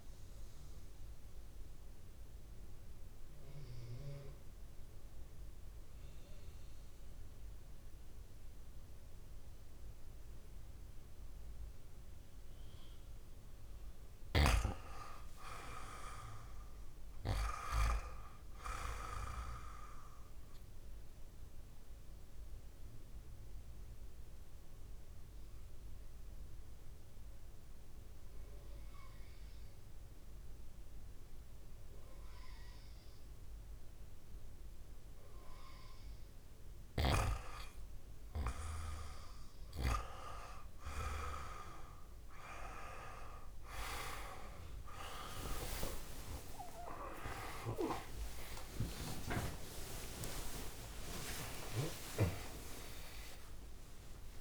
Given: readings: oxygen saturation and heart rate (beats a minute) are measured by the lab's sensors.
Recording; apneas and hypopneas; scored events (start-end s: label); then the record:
breathing in sleep by a room microphone; 2
0.00-16.50 s: oxygen desaturation (device-marked, oxygen 93% lowest, heart rate 55 extreme)
1.00-12.50 s: obstructive apnea (oxygen 100% before, 93% lowest, heart rate 57 before, 55 extreme, up 9 after)
15.00-18.00 s: arousal
21.00-36.00 s: obstructive apnea (oxygen 98% before, 94% lowest, heart rate 58 before, 39 extreme, up 7 after)
43.50-54.41 s: oxygen desaturation (device-marked, oxygen 98% before, 94% lowest, heart rate 58 before, 39 extreme)
45.50-51.50 s: tachycardia (device-marked, heart rate 59 before, 128 extreme)
46.00-51.00 s: arousal
From the record:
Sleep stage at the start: N2 (light sleep); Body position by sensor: on the back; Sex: male